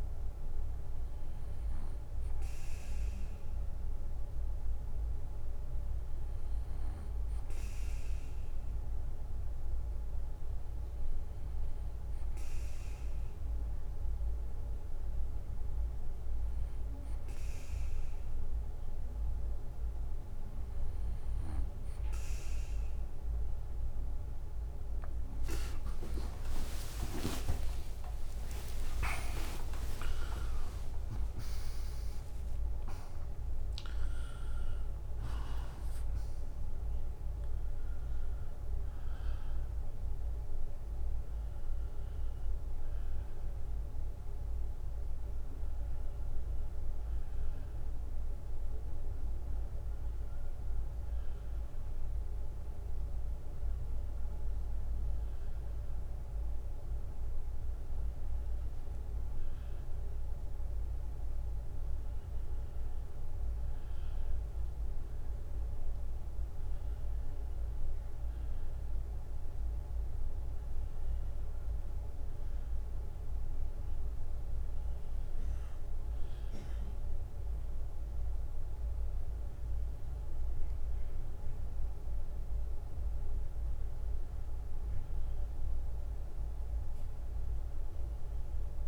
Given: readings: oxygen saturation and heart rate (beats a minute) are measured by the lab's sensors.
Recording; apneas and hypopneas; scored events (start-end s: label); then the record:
a person partly awake in a sleep study, hard to hear, by a room microphone; none
26.50-39.50 s: tachycardia (device-marked, heart rate 72 before, 117 extreme)
27.50-57.50 s: new sleep stage, awake
29.50-31.50 s: long interval between heartbeats (device-marked, heart rate 74 before, 107 extreme)
34.50-49.50 s: drop in pulse transit time (device-marked, heart rate 84 before, 90 extreme)
57.50-88.88 s: new sleep stage, N2 (light sleep)
From the record:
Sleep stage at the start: N2 (light sleep); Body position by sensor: on the right side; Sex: male